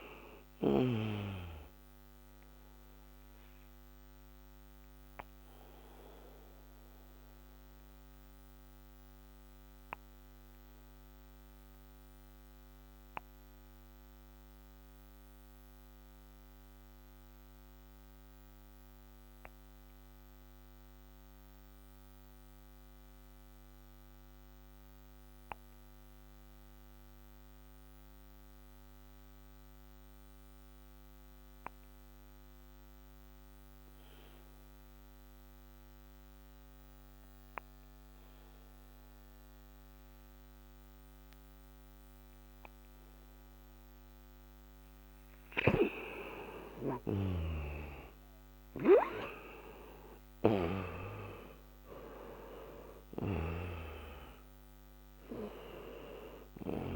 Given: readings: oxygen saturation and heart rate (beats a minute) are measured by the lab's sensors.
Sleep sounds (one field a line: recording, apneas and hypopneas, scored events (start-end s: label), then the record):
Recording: breathing in sleep by a microphone on the trachea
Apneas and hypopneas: 1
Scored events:
3.00-28.00 s: oxygen desaturation (device-marked, oxygen 96% before, 86% lowest, heart rate 67 before, 55 extreme)
3.00-43.00 s: obstructive apnea (oxygen 97% before, 86% lowest, heart rate 67 before, 55 extreme, up 35 after)
46.00-51.50 s: arousal
From the record:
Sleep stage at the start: N2 (light sleep)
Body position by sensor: on the back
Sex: male